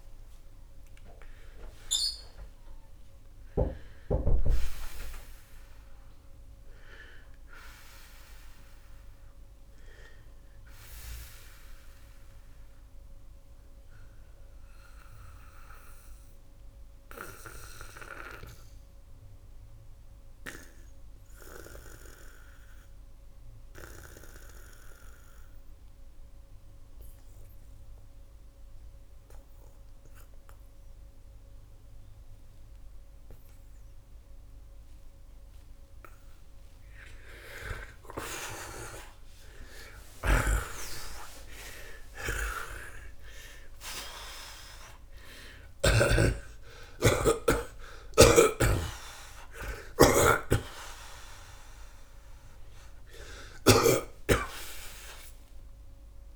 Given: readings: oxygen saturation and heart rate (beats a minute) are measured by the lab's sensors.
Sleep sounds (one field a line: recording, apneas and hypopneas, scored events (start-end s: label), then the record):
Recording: breathing in sleep by a room microphone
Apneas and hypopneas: 1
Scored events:
0.00-4.00 s: oxygen desaturation (device-marked, oxygen 91% before, 86% lowest)
8.00-18.00 s: oxygen desaturation (device-marked, oxygen 91% before, 79% lowest)
12.50-35.50 s: obstructive apnea (oxygen 92% before, 79% lowest)
37.50-42.50 s: arousal
40.00-46.00 s: snoring (device-marked)
46.00-56.35 s: oxygen desaturation (device-marked, oxygen 91% before, 86% lowest)
48.00-53.50 s: snoring (device-marked)
From the record:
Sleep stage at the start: REM sleep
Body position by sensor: on the back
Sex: male